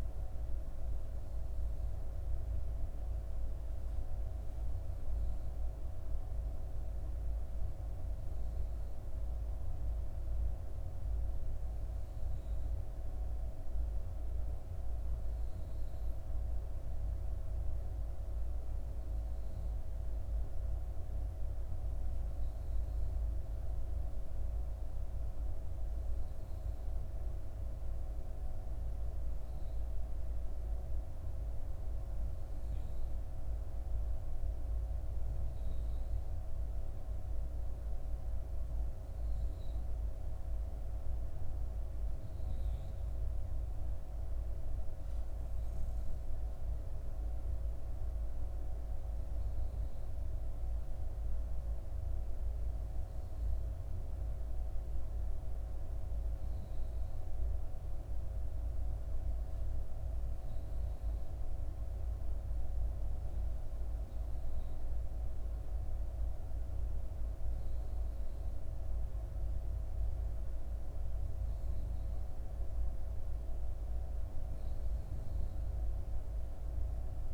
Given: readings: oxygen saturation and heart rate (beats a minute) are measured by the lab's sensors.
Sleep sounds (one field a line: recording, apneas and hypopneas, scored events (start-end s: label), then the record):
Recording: breathing in sleep, hard to hear, by a room microphone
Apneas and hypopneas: none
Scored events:
none scored
From the record:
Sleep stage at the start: N3 (deep sleep)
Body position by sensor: on the back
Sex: female